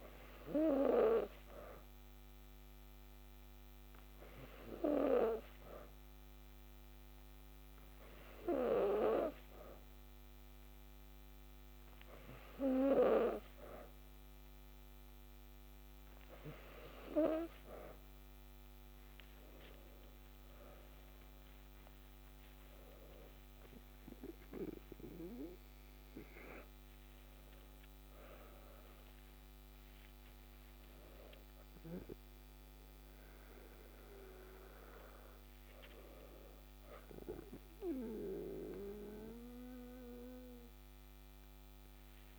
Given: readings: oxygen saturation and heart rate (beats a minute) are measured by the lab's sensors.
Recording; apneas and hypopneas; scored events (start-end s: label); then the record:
breathing in sleep by a microphone on the trachea; none
none scored
From the record:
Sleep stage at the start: N2 (light sleep); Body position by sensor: on the back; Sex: female